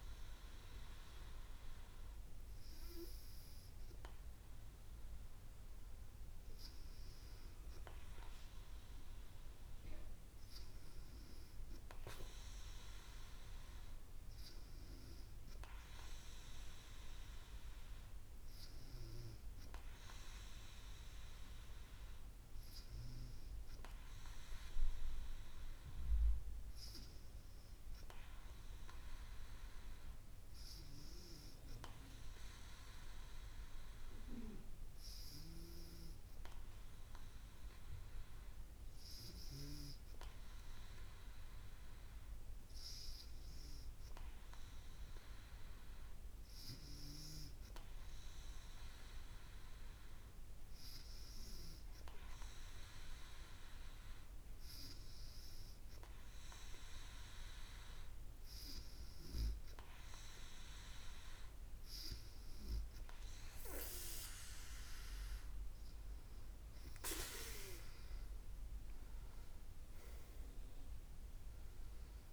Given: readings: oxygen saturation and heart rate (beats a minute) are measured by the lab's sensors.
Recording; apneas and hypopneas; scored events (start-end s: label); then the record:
breathing in sleep by a room microphone; none
none scored
From the record:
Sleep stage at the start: N2 (light sleep); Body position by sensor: on the back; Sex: female